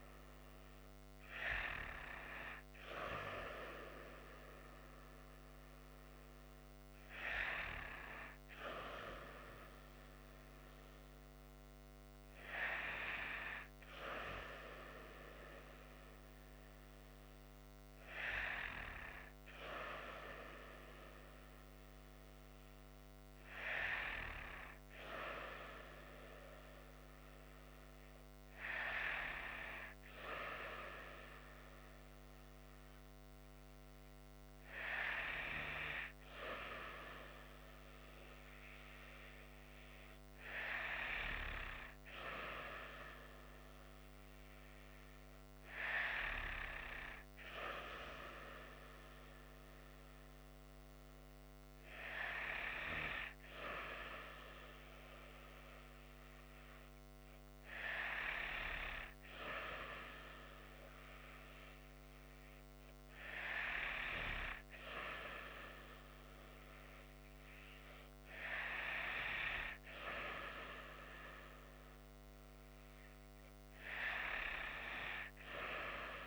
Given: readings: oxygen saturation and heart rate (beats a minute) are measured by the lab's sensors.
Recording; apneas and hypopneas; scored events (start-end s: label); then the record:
breathing in sleep by a microphone on the trachea; none
none scored
From the record:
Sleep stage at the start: N2 (light sleep); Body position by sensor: on the right side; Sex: female